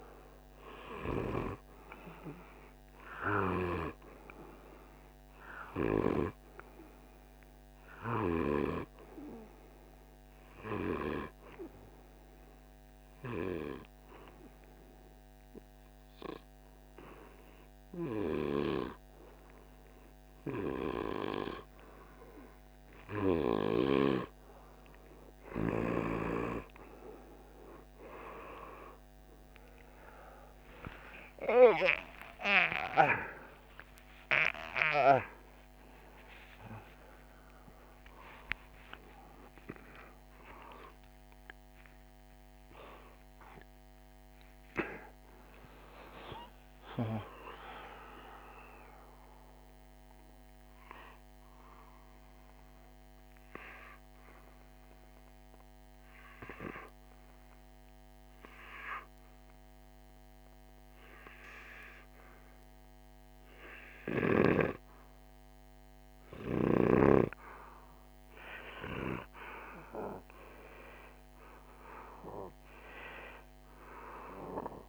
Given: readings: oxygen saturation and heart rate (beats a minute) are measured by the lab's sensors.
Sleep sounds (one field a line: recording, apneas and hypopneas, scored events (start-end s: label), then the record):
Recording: breathing in sleep by a microphone on the trachea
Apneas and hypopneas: 2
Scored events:
10.00-22.50 s: hypopnea (oxygen 97% before, 95% lowest, heart rate 51 before, 47 extreme, up 5 after)
29.50-36.00 s: arousal
54.00-65.50 s: obstructive apnea (oxygen 98% before, 94% lowest, heart rate 68 before, 48 extreme, up 3 after)
68.00-73.50 s: arousal
From the record:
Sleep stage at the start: N2 (light sleep)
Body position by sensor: on the back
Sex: male